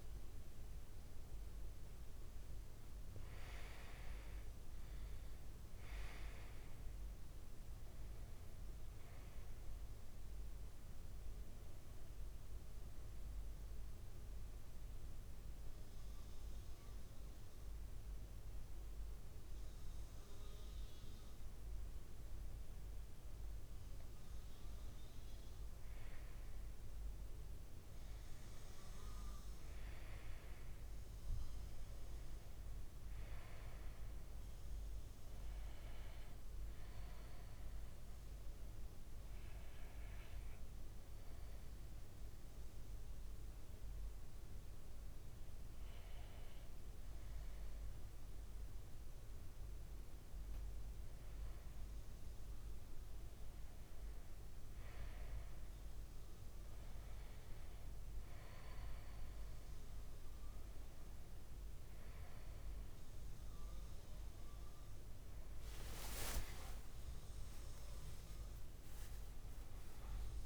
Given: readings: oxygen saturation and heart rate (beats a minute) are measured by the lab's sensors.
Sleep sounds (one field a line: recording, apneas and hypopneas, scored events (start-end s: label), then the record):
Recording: a person partly awake in a sleep study, hard to hear, by a room microphone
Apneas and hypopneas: 2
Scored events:
0.00-4.00 s: arousal
0.00-15.00 s: oxygen desaturation (device-marked, oxygen 93% lowest, heart rate 57 extreme)
13.00-24.00 s: central apnea (oxygen 98% before, 95% lowest, heart rate 64 before, 56 extreme, up 3 after)
26.50-30.50 s: arousal
37.00-50.00 s: obstructive apnea (oxygen 98% before, 95% lowest, heart rate 59 before, 56 extreme, up 4 after)
51.00-70.46 s: new sleep stage, awake
From the record:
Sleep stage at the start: N2 (light sleep)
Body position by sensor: on the back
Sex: male